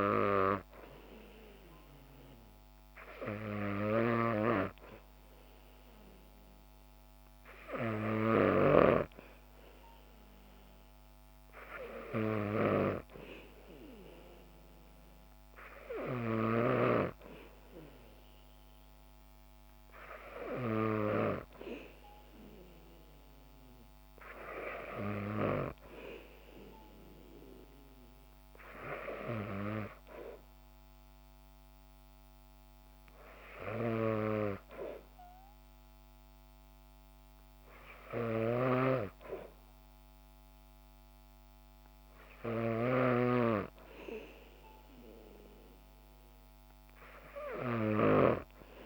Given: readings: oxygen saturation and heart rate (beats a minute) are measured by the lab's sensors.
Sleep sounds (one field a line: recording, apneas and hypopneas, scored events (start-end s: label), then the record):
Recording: breathing in sleep by a microphone on the trachea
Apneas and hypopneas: none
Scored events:
0.00-8.50 s: snoring (device-marked)
38.00-48.00 s: snoring (device-marked)
From the record:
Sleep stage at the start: N2 (light sleep)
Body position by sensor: on the back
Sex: female